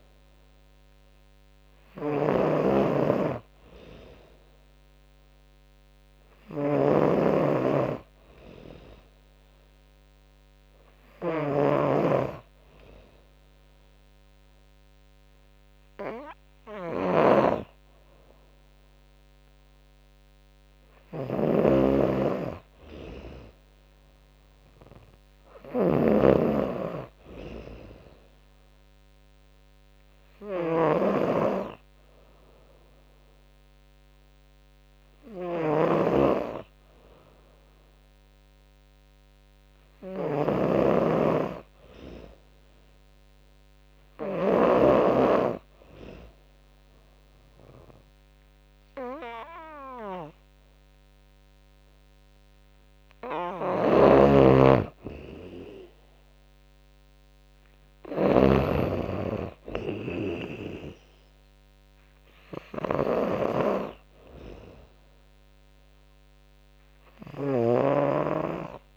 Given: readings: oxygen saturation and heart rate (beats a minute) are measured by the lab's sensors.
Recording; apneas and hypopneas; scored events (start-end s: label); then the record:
breathing in sleep by a microphone on the trachea; 1
0.00-15.50 s: tachycardia (device-marked, heart rate 179 extreme)
0.00-44.50 s: snoring (device-marked)
1.00-3.00 s: long interval between heartbeats (device-marked, heart rate 135 before, 116 extreme)
4.00-6.00 s: long interval between heartbeats (device-marked, heart rate 131 before, 105 extreme)
6.00-8.00 s: long interval between heartbeats (device-marked, heart rate 127 before, 119 extreme)
11.00-13.00 s: long interval between heartbeats (device-marked, heart rate 118 before, 114 extreme)
15.00-17.00 s: long interval between heartbeats (device-marked, heart rate 117 before, 120 extreme)
20.00-23.50 s: arousal
21.50-28.50 s: tachycardia (device-marked, heart rate 80 before, 118 extreme)
23.00-25.00 s: long interval between heartbeats (device-marked, heart rate 109 before, 99 extreme)
25.00-27.00 s: long interval between heartbeats (device-marked, heart rate 108 before, 114 extreme)
28.00-30.00 s: long interval between heartbeats (device-marked, heart rate 108 before, 116 extreme)
28.00-40.00 s: obstructive apnea (oxygen 95% before, 92% lowest, heart rate 108 before, 89 extreme, up 34 after)
34.00-36.00 s: long interval between heartbeats (device-marked, heart rate 107 before, 98 extreme)
34.50-60.50 s: tachycardia (device-marked, heart rate 83 before, 127 extreme)
37.50-39.50 s: long interval between heartbeats (device-marked, heart rate 103 before, 101 extreme)
42.00-44.50 s: arousal
43.50-45.50 s: long interval between heartbeats (device-marked, heart rate 108 before, 105 extreme)
48.00-50.00 s: long interval between heartbeats (device-marked, heart rate 108 before, 123 extreme)
50.50-52.50 s: long interval between heartbeats (device-marked, heart rate 109 before, 108 extreme)
52.50-54.50 s: long interval between heartbeats (device-marked, heart rate 110 before, 114 extreme)
53.00-68.97 s: snoring (device-marked)
54.50-66.50 s: drop in pulse transit time (device-marked, heart rate 111 before, 89 extreme)
56.00-58.00 s: long interval between heartbeats (device-marked, heart rate 111 before, 113 extreme)
62.50-68.50 s: tachycardia (device-marked, heart rate 89 before, 110 extreme)
66.00-68.00 s: long interval between heartbeats (device-marked, heart rate 112 before, 110 extreme)
From the record:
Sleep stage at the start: N2 (light sleep); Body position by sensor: on the back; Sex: female